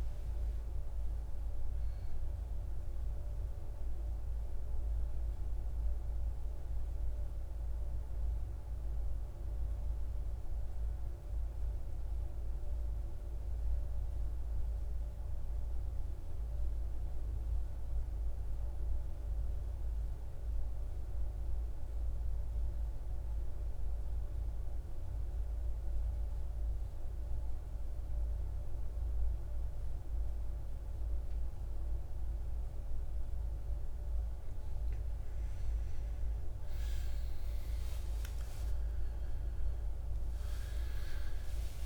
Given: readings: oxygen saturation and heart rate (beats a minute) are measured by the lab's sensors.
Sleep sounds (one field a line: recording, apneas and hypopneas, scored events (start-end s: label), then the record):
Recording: breathing in sleep, hard to hear, by a room microphone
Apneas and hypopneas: 1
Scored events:
0.00-12.00 s: oxygen desaturation (device-marked, oxygen 87% lowest, heart rate 53 extreme)
15.00-18.00 s: arousal
21.50-34.00 s: central apnea (oxygen 98% before, 89% lowest, heart rate 60 before, 54 extreme, up 16 after)
36.00-41.86 s: oxygen desaturation (device-marked, oxygen 98% before, 89% lowest, heart rate 54 before, 52 extreme)
37.00-41.86 s: arousal
From the record:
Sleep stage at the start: N2 (light sleep)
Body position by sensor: on the right side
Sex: male